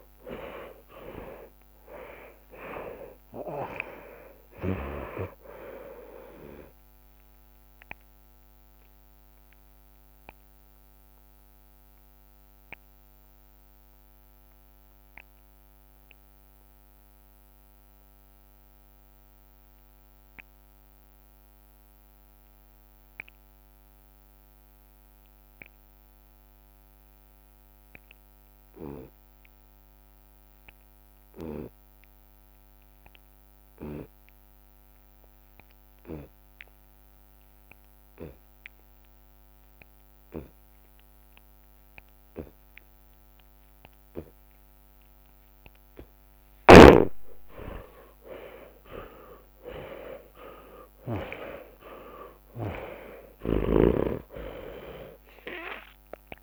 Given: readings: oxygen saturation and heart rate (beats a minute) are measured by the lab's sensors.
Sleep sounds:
breathing in sleep by a microphone on the trachea; 1
0.00-2.00 s: arousal
4.50-6.50 s: long interval between heartbeats (device-marked, heart rate 106 before, 54 extreme)
5.00-23.00 s: drop in pulse transit time (device-marked, heart rate 105 before, 47 extreme)
8.50-46.50 s: obstructive apnea (oxygen 96% before, 76% lowest)
19.50-21.50 s: long interval between heartbeats (device-marked, heart rate 65 before, 67 extreme)
25.00-37.00 s: oxygen desaturation (device-marked, oxygen 97% before, 80% lowest)
29.00-31.00 s: long interval between heartbeats (device-marked, heart rate 58 before, 64 extreme)
31.00-41.00 s: tachycardia (device-marked, heart rate 84 before, 147 extreme)
31.50-33.50 s: long interval between heartbeats (device-marked, heart rate 59 before, 82 extreme)
34.50-36.50 s: long interval between heartbeats (device-marked, heart rate 66 before, 123 extreme)
41.00-43.00 s: long interval between heartbeats (device-marked, heart rate 93 before, 123 extreme)
42.00-52.00 s: tachycardia (device-marked, heart rate 86 before, 126 extreme)
43.00-45.00 s: long interval between heartbeats (device-marked, heart rate 99 before, 98 extreme)
45.00-47.00 s: long interval between heartbeats (device-marked, heart rate 103 before, 104 extreme)
47.50-49.50 s: long interval between heartbeats (device-marked, heart rate 108 before, 106 extreme)
48.50-53.00 s: arousal
49.00-56.43 s: drop in pulse transit time (device-marked)
From the record:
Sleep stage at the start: N2 (light sleep); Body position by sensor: on the left side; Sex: male

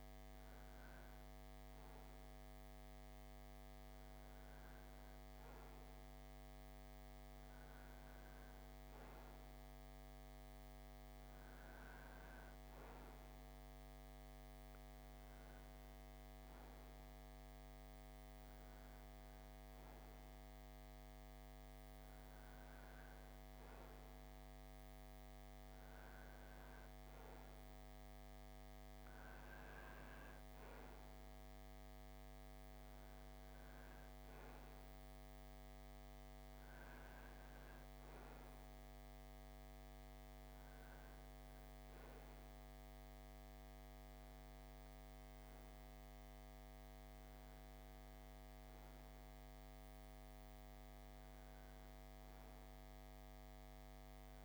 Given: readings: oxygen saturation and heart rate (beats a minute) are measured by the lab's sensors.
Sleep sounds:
breathing in sleep, hard to hear, by a microphone on the trachea; none
none scored
From the record:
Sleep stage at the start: REM sleep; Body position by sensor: on the right side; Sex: male

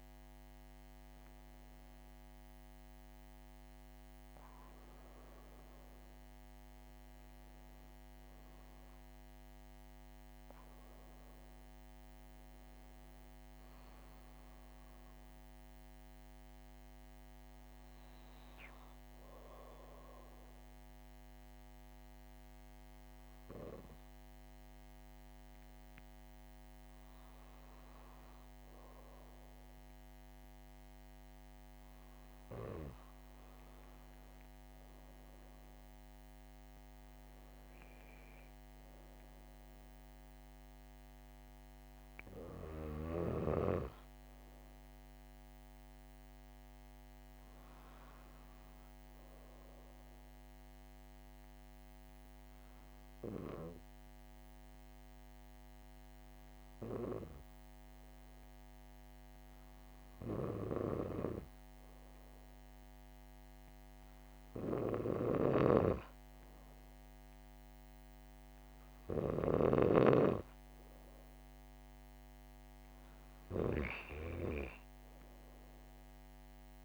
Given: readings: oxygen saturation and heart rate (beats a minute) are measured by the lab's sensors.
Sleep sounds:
breathing in sleep by a microphone on the trachea; 1
19.00-76.84 s: new sleep stage, N2 (light sleep)
50.00-66.00 s: hypopnea (oxygen 98% before, 95% lowest, heart rate 68 before, 67 extreme, up 1 after)
65.00-70.00 s: snoring (device-marked)
68.50-71.50 s: arousal
From the record:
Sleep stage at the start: N1 (lightest sleep); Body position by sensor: on the back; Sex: female

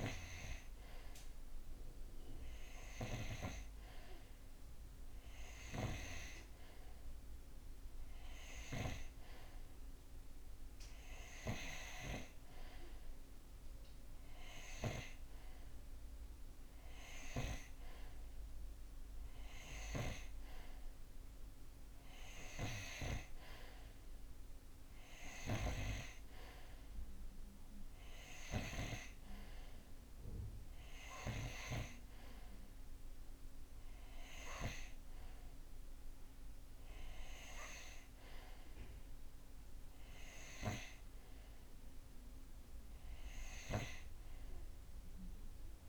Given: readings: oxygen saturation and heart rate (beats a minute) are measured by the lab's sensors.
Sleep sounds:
breathing in sleep by a room microphone; none
none scored
From the record:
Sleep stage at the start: N2 (light sleep); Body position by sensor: on the right side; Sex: male

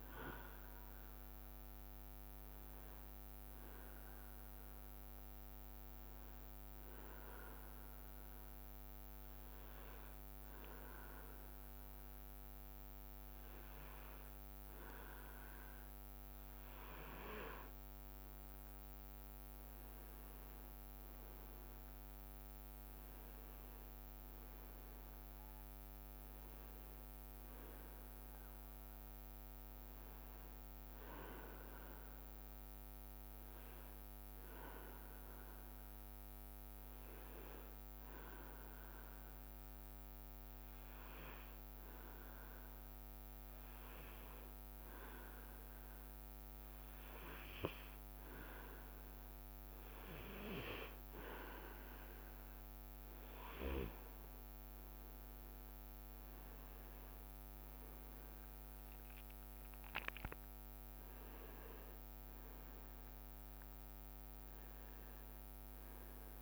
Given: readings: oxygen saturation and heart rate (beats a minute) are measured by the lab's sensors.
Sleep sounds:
breathing in sleep by a microphone on the trachea; 2
0.00-2.00 s: arousal
6.00-18.00 s: obstructive apnea (oxygen 99% before, 93% lowest, heart rate 66 before, 66 extreme, up 5 after)
17.50-20.00 s: leg movement (device-marked)
20.50-24.50 s: arousal
36.00-48.50 s: obstructive apnea (oxygen 98% before, 93% lowest, heart rate 69 before, 67 extreme, up 1 after)
54.00-66.42 s: oxygen desaturation (device-marked, oxygen 98% before, 93% lowest, heart rate 69 before, 64 extreme)
56.00-60.00 s: arousal
57.50-64.50 s: leg movement (device-marked)
From the record:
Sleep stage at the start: N2 (light sleep); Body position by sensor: on the back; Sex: male

